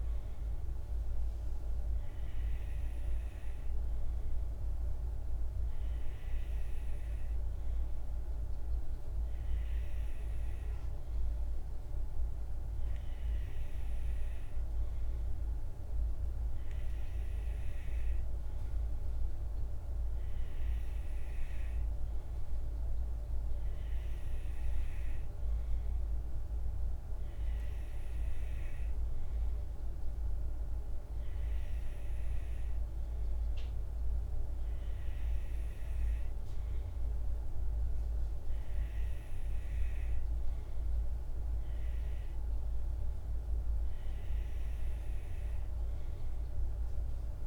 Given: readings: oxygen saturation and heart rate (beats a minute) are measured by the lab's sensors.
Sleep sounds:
breathing in sleep, hard to hear, by a room microphone; none
none scored
From the record:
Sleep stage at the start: N2 (light sleep); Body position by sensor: on the right side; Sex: male

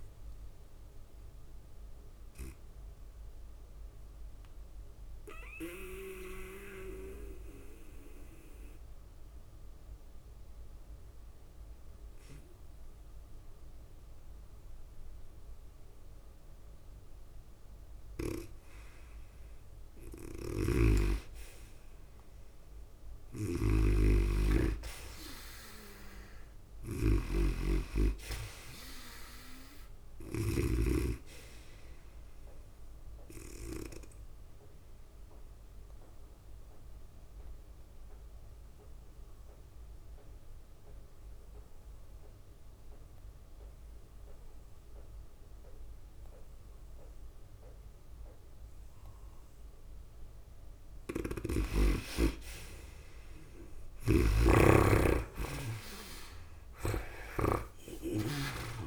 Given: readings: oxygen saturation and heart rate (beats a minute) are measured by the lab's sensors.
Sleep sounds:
breathing in sleep by a room microphone; 2
0.00-11.00 s: oxygen desaturation (device-marked, oxygen 85% lowest, heart rate 98 extreme)
0.00-11.00 s: tachycardia (device-marked, heart rate 106 extreme)
0.00-12.00 s: drop in pulse transit time (device-marked, heart rate 102 extreme)
2.50-18.50 s: mixed apnea (oxygen 97% before, 83% lowest, heart rate 96 before, 98 extreme, up 1 after)
20.50-31.00 s: snoring (device-marked)
22.50-26.50 s: arousal
24.00-43.00 s: oxygen desaturation (device-marked, oxygen 98% before, 87% lowest, heart rate 101 before, 95 extreme)
27.00-37.00 s: tachycardia (device-marked, heart rate 99 before, 103 extreme)
38.00-50.50 s: obstructive apnea (heart rate 100 before, 95 extreme, up 5 after)
51.00-58.87 s: oxygen desaturation (device-marked, oxygen 96% before, 83% lowest)
54.00-58.00 s: arousal
54.00-58.00 s: snoring (device-marked)
56.00-58.87 s: tachycardia (device-marked, heart rate 99 before, 105 extreme)
From the record:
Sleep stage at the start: N2 (light sleep); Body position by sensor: on the right side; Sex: female

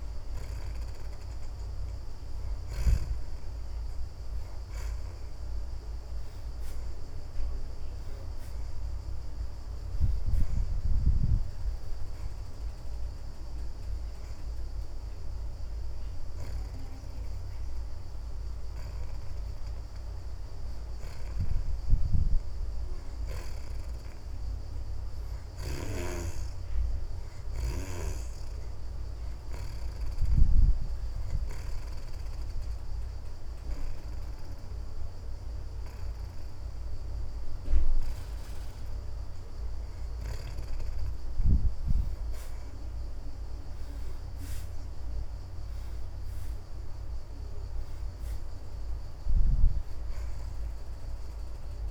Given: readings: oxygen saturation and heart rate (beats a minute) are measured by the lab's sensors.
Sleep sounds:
breathing in sleep by a room microphone; 1
3.00-15.00 s: oxygen desaturation (device-marked, oxygen 73% before, 66% lowest)
21.00-35.00 s: oxygen desaturation (device-marked, oxygen 72% before, 62% lowest)
30.50-42.50 s: hypopnea (oxygen 73% before, 63% lowest)
43.00-51.91 s: oxygen desaturation (device-marked, oxygen 73% before, 63% lowest)
44.00-47.50 s: arousal
From the record:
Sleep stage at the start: N2 (light sleep); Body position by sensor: on the back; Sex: female

